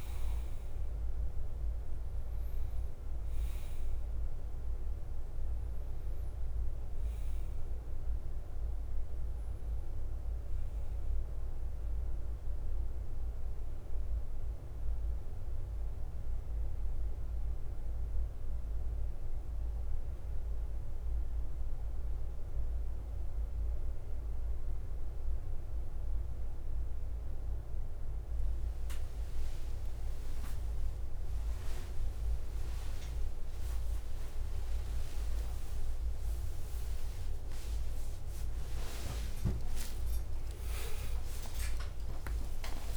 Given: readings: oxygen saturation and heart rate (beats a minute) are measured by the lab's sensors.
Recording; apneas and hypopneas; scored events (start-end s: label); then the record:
a person partly awake in a sleep study, hard to hear, by a room microphone; none
0.00-36.00 s: bradycardia (device-marked, heart rate 46 extreme)
1.00-31.00 s: new sleep stage, N1 (lightest sleep)
31.00-42.97 s: new sleep stage, awake
From the record:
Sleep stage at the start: N2 (light sleep); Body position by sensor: upright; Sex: male